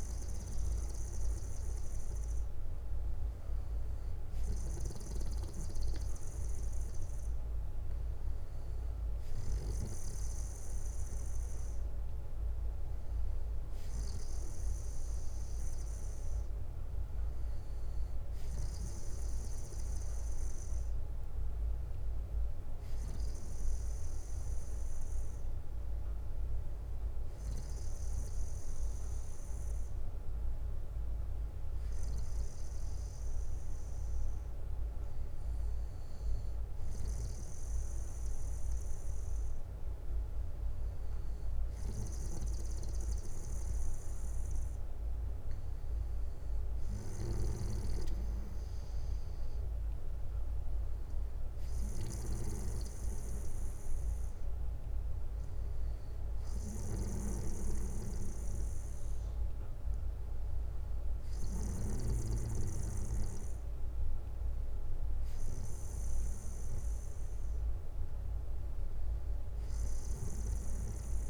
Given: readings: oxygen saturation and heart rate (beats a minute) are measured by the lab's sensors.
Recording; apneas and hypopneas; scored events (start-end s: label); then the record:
breathing in sleep by a room microphone; none
0.00-2.00 s: bradycardia (device-marked, heart rate 62 before, 61 extreme)
3.00-5.00 s: bradycardia (device-marked, heart rate 62 before, 57 extreme)
31.00-33.00 s: bradycardia (device-marked, heart rate 61 before, 60 extreme)
39.00-41.00 s: bradycardia (device-marked, heart rate 61 before, 60 extreme)
51.00-53.00 s: bradycardia (device-marked, heart rate 61 before, 58 extreme)
56.00-58.00 s: bradycardia (device-marked, heart rate 61 before, 63 extreme)
61.00-63.00 s: bradycardia (device-marked, heart rate 61 before, 63 extreme)
From the record:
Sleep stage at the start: N2 (light sleep); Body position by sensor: on the back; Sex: male